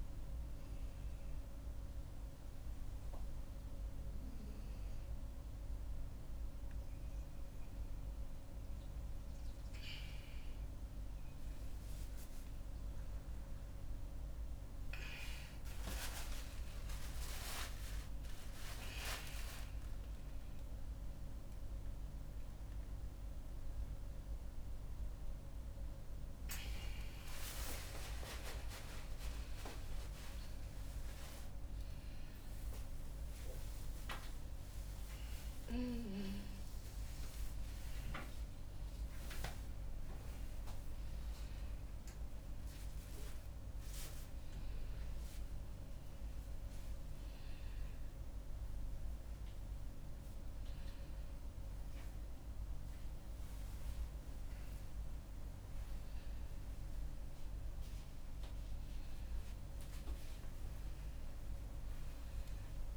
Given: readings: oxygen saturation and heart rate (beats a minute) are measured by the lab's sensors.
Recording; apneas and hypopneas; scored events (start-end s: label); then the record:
a person awake in a sleep study, by a room microphone; none
none scored
From the record:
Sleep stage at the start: awake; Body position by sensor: on the front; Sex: female